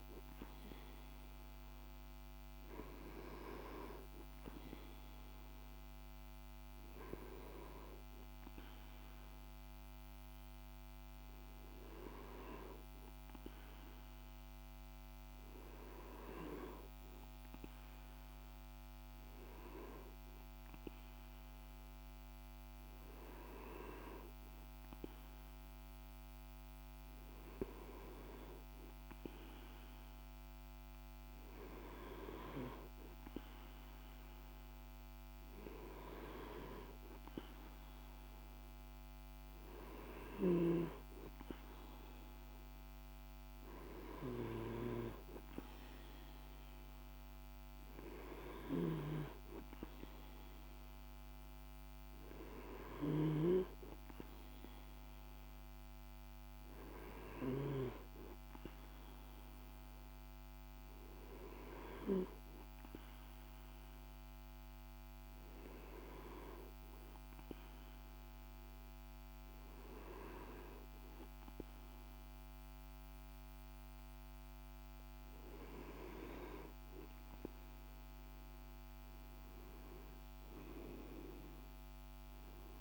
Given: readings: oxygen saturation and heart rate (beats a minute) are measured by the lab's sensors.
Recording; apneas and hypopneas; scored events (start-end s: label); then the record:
breathing in sleep by a microphone on the trachea; 2
6.00-32.00 s: hypopnea (oxygen 98% before, 95% lowest, heart rate 51 before, 47 extreme, up 3 after)
34.50-38.50 s: arousal
60.00-74.00 s: hypopnea (oxygen 98% before, 92% lowest, heart rate 50 before, 49 extreme, up 5 after)
75.50-80.00 s: arousal
From the record:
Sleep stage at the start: N2 (light sleep); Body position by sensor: on the back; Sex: male